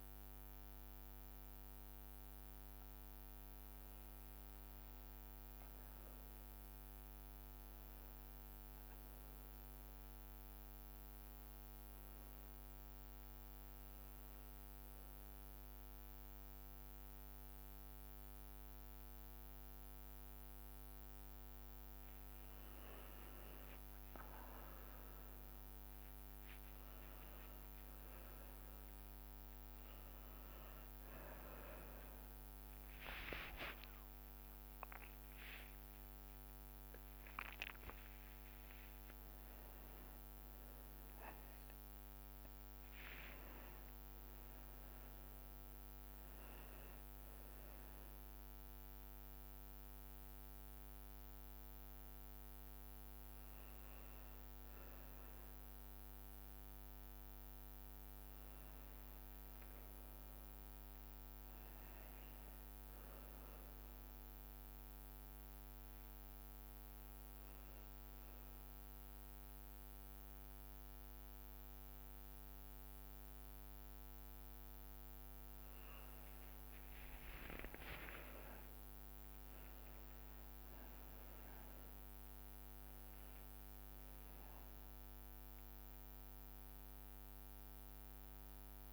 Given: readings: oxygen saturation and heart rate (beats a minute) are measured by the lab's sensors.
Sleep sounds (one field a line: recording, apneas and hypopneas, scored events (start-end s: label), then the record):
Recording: a person awake in a sleep study, hard to hear, by a microphone on the trachea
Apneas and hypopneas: none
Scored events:
83.00-88.93 s: new sleep stage, N1 (lightest sleep)
From the record:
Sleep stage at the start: awake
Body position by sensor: on the back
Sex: male